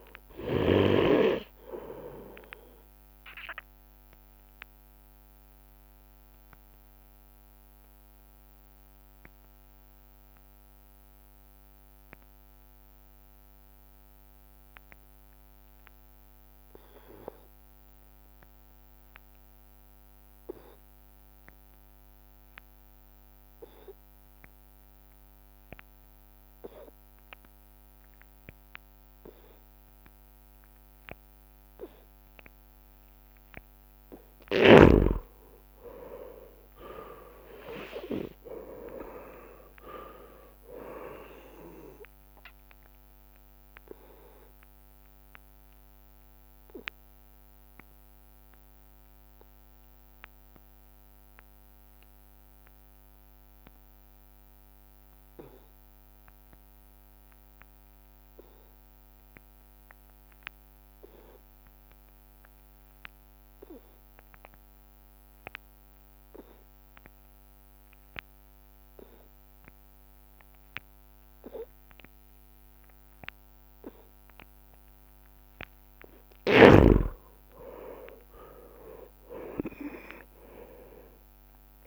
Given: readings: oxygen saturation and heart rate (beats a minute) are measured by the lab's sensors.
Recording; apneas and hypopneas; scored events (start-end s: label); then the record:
breathing in sleep by a microphone on the trachea; 2
0.00-21.50 s: oxygen desaturation (device-marked, oxygen 90% lowest)
3.00-35.00 s: obstructive apnea (oxygen 98% before, 87% lowest)
28.50-48.50 s: oxygen desaturation (device-marked, oxygen 98% before, 92% lowest)
36.50-40.50 s: arousal
44.50-74.00 s: obstructive apnea (oxygen 98% before, 84% lowest)
54.50-67.50 s: oxygen desaturation (device-marked, oxygen 93% before, 87% lowest)
76.00-81.50 s: arousal
78.50-81.87 s: oxygen desaturation (device-marked, oxygen 98% before, 84% lowest)
From the record:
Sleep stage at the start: N2 (light sleep); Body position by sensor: on the right side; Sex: male